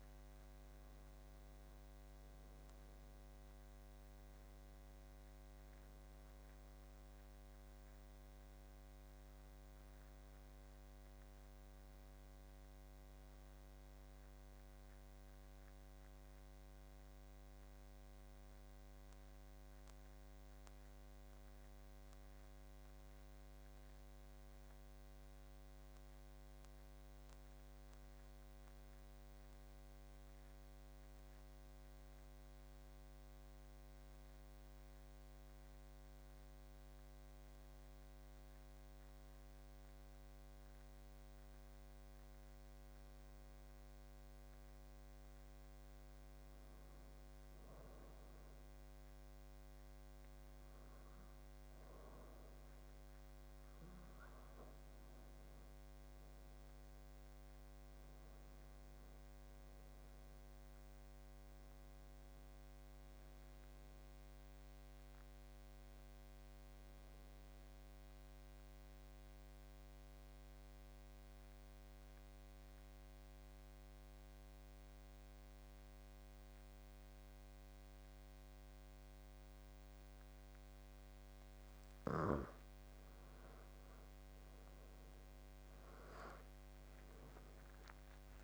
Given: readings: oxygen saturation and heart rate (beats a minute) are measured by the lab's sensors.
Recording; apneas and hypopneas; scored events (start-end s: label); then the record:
breathing in sleep, hard to hear, by a microphone on the trachea; 3
1.50-18.50 s: oxygen desaturation (device-marked, oxygen 95% before, 89% lowest, heart rate 83 before, 78 extreme)
16.50-28.50 s: hypopnea (oxygen 95% before, 91% lowest, heart rate 88 before, 78 extreme, up 5 after)
30.00-33.00 s: arousal
38.00-52.00 s: hypopnea (oxygen 97% before, 88% lowest, heart rate 81 before, 78 extreme, up 10 after)
54.00-59.00 s: arousal
55.50-74.50 s: oxygen desaturation (device-marked, oxygen 94% before, 91% lowest, heart rate 81 before, 78 extreme)
66.00-82.00 s: obstructive apnea (oxygen 95% before, 88% lowest, heart rate 84 before, 76 extreme, up 13 after)
83.50-88.00 s: arousal
86.50-88.44 s: oxygen desaturation (device-marked, oxygen 94% before, 88% lowest, heart rate 81 before, 76 extreme)
From the record:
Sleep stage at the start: N2 (light sleep); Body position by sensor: on the back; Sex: male